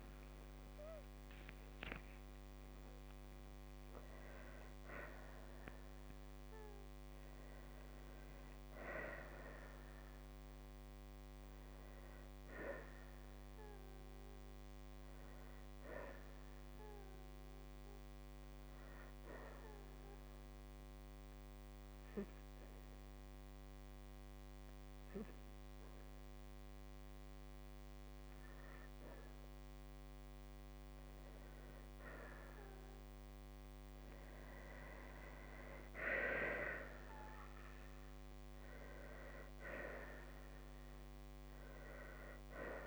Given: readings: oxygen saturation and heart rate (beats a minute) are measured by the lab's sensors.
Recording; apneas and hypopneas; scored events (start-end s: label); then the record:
breathing in sleep by a microphone on the trachea; 1
1.00-3.00 s: long interval between heartbeats (device-marked, heart rate 57 before, 77 extreme)
15.50-30.50 s: hypopnea (oxygen 97% before, 96% lowest, heart rate 67 before, 45 extreme, up 11 after)
27.00-29.00 s: long interval between heartbeats (device-marked, heart rate 58 before, 54 extreme)
37.50-42.87 s: arousal
From the record:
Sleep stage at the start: N2 (light sleep); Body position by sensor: on the right side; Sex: female